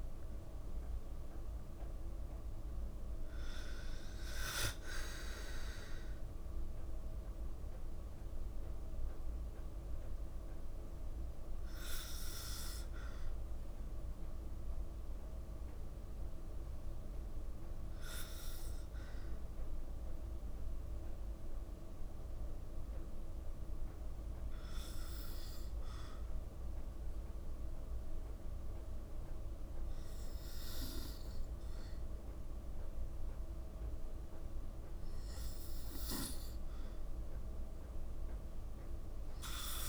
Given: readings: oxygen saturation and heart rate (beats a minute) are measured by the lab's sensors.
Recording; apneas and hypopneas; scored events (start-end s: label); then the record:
breathing in sleep by a room microphone; 1
5.50-9.50 s: arousal
12.50-35.50 s: hypopnea (oxygen 96% before, 93% lowest, heart rate 55 before, 54 extreme, up 2 after)
38.00-39.89 s: arousal
From the record:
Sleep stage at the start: N2 (light sleep); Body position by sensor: on the back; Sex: female